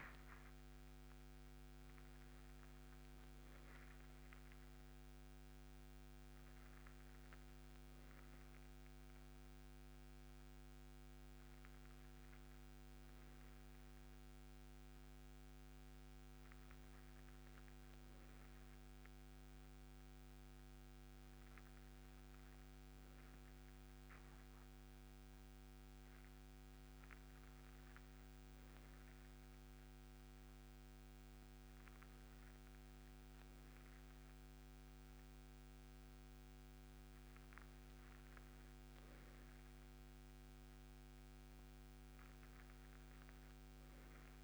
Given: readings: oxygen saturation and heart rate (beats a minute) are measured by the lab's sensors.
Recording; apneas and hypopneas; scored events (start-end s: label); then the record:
breathing in sleep, hard to hear, by a microphone on the trachea; none
none scored
From the record:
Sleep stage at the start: N2 (light sleep); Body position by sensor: on the right side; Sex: male